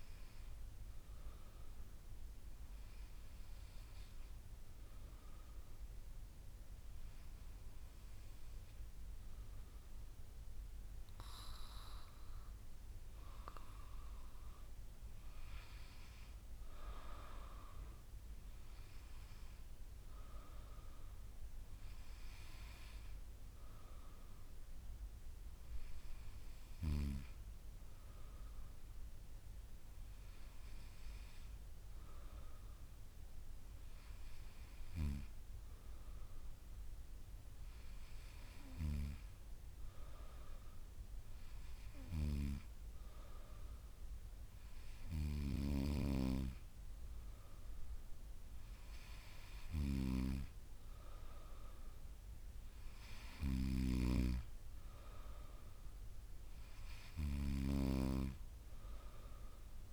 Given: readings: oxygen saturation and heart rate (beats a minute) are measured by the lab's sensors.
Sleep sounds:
breathing in sleep by a room microphone; none
none scored
From the record:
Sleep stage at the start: N2 (light sleep); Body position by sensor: on the back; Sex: female

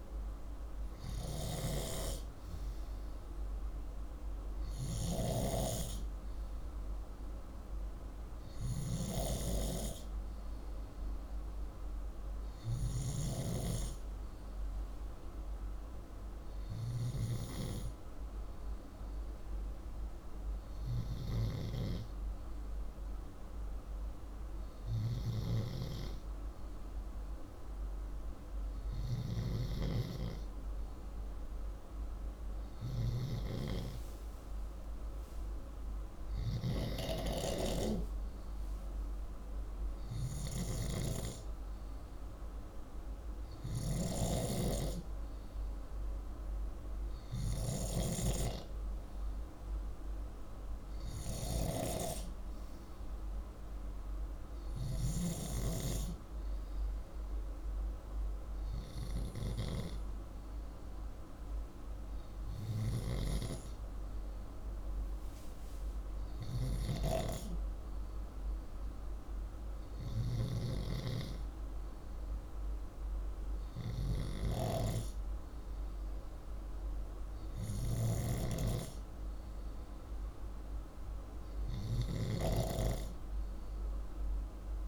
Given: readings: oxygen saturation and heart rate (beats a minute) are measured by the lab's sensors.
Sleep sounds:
breathing in sleep by a room microphone; none
5.00-14.00 s: oxygen desaturation (device-marked, oxygen 97% before, 93% lowest, heart rate 163 before, 110 extreme)
51.00-58.00 s: oxygen desaturation (device-marked, oxygen 96% before, 92% lowest, heart rate 150 before, 27 extreme)
From the record:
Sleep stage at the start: N2 (light sleep); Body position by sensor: upright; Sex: male

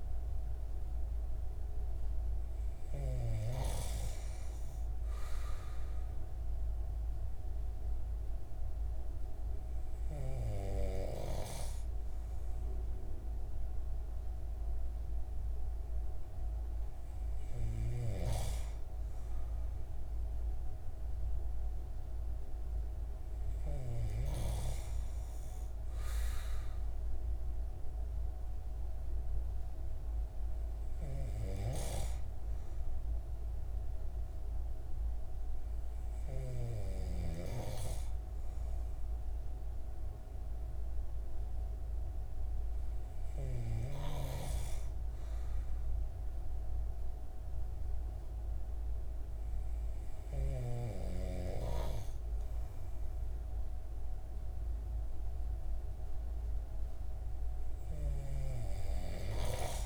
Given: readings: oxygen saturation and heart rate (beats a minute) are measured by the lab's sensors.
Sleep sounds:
breathing in sleep by a room microphone; none
none scored
From the record:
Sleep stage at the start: N2 (light sleep); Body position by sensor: on the right side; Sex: male

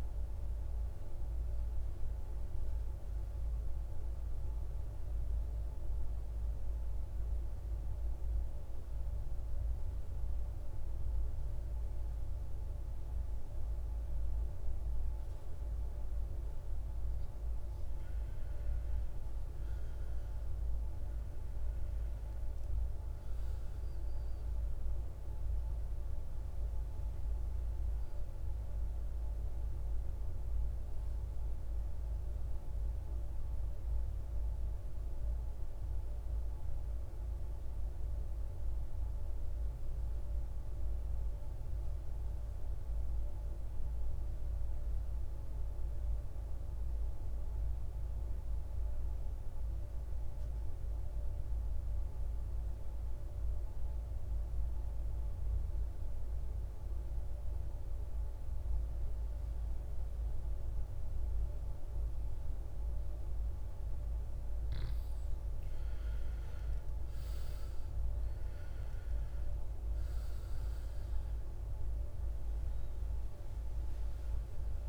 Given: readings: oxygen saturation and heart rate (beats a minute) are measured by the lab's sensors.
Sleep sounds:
breathing in sleep, hard to hear, by a room microphone; 2
0.00-4.50 s: oxygen desaturation (device-marked, oxygen 88% lowest, heart rate 53 extreme)
4.00-16.50 s: central apnea (oxygen 97% before, 89% lowest, heart rate 74 before, 53 extreme, up 12 after)
22.50-27.50 s: arousal
22.50-41.50 s: oxygen desaturation (device-marked, oxygen 98% before, 89% lowest, heart rate 57 before, 53 extreme)
52.00-64.00 s: mixed apnea (oxygen 98% before, 87% lowest, heart rate 58 before, 55 extreme, up 15 after)
61.50-74.89 s: oxygen desaturation (device-marked, oxygen 97% before, 87% lowest, heart rate 56 before, 54 extreme)
66.50-71.00 s: arousal
From the record:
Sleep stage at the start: N2 (light sleep); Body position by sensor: on the back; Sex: male

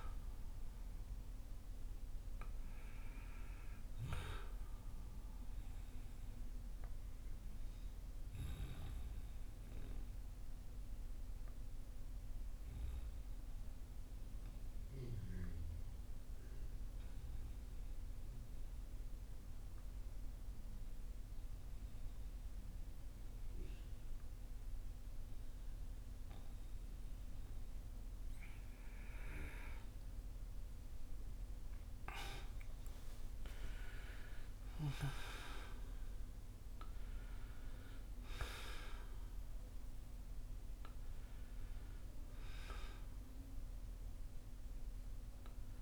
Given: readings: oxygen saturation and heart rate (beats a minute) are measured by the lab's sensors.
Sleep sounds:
breathing in sleep by a room microphone; 1
0.00-3.00 s: arousal
9.50-28.50 s: obstructive apnea (oxygen 95% before, 89% lowest, heart rate 60 before, 52 extreme, up 11 after)
30.50-34.50 s: arousal
37.00-41.00 s: oxygen desaturation (device-marked, oxygen 94% before, 89% lowest, heart rate 57 before, 48 extreme)
From the record:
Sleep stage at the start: N2 (light sleep); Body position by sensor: on the back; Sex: male

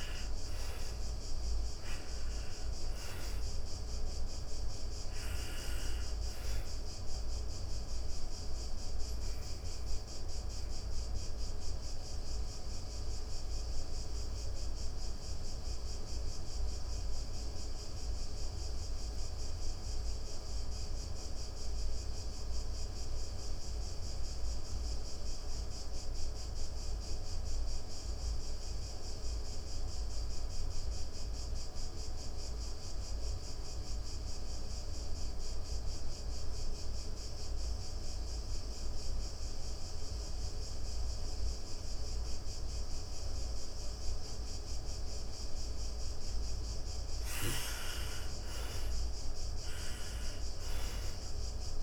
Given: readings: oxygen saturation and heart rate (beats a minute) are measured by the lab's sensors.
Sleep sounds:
breathing in sleep, hard to hear, by a room microphone; 1
0.00-22.50 s: oxygen desaturation (device-marked, oxygen 84% lowest)
7.50-44.00 s: obstructive apnea (oxygen 99% before, 80% lowest)
37.50-51.83 s: oxygen desaturation (device-marked, oxygen 98% before, 80% lowest)
46.00-51.00 s: arousal
From the record:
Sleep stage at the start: N2 (light sleep); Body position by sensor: on the back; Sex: female

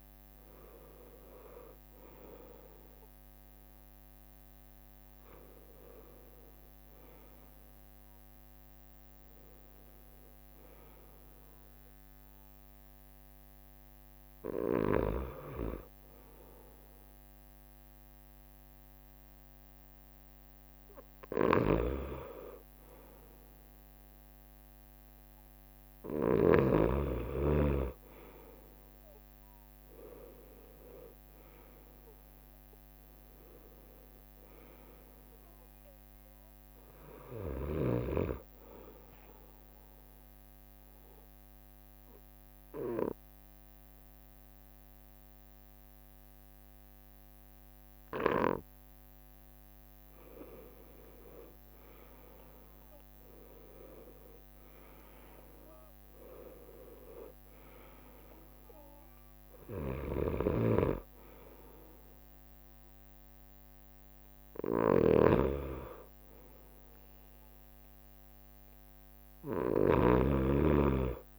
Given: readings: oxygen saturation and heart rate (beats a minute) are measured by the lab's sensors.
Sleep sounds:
breathing in sleep by a microphone on the trachea; 1
0.00-7.00 s: leg movement (device-marked)
7.00-12.00 s: leg movement (device-marked)
14.00-18.00 s: leg movement (device-marked)
29.50-35.00 s: leg movement (device-marked)
30.00-34.50 s: arousal
36.00-39.50 s: leg movement (device-marked)
38.50-51.00 s: obstructive apnea (oxygen 98% before, 94% lowest, heart rate 67 before, 65 extreme, up 7 after)
50.00-58.00 s: leg movement (device-marked)
53.00-56.50 s: arousal
60.50-70.50 s: snoring (device-marked)
From the record:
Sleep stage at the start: N2 (light sleep); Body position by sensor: on the right side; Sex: male

